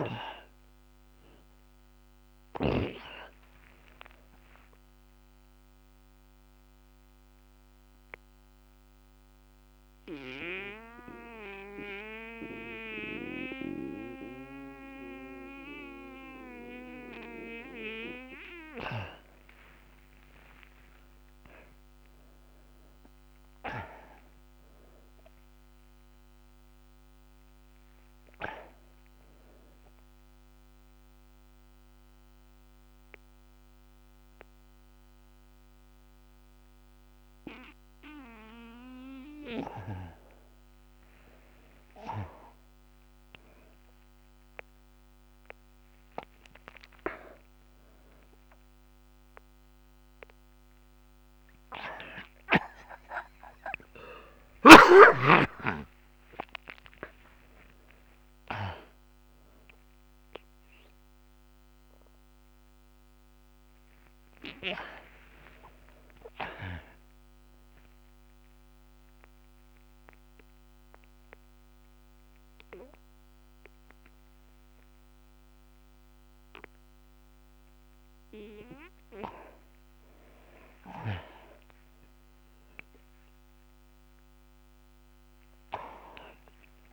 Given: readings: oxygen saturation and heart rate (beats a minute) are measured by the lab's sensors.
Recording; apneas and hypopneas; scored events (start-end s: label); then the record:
breathing in sleep by a microphone on the trachea; 3
0.00-4.00 s: arousal
6.00-19.50 s: central apnea (oxygen 96% before, 83% lowest)
21.00-25.50 s: arousal
27.50-45.50 s: oxygen desaturation (device-marked, oxygen 95% before, 83% lowest)
30.50-40.50 s: central apnea (oxygen 97% before, 83% lowest)
43.00-46.50 s: arousal
63.00-67.00 s: arousal
69.00-79.50 s: central apnea (oxygen 94% before, 88% lowest)
81.50-86.00 s: arousal
From the record:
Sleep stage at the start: N2 (light sleep); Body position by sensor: on the back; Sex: male